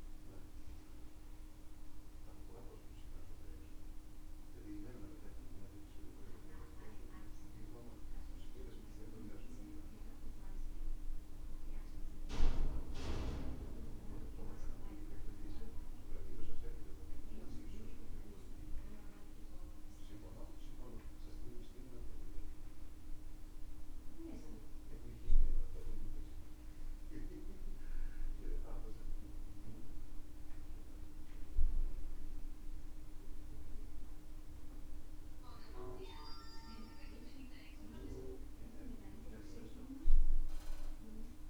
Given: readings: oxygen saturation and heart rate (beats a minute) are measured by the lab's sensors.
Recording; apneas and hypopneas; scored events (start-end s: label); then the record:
breathing in sleep by a room microphone; none
28.00-41.50 s: new sleep stage, N1 (lightest sleep)
From the record:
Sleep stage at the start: N2 (light sleep); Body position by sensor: on the back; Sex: male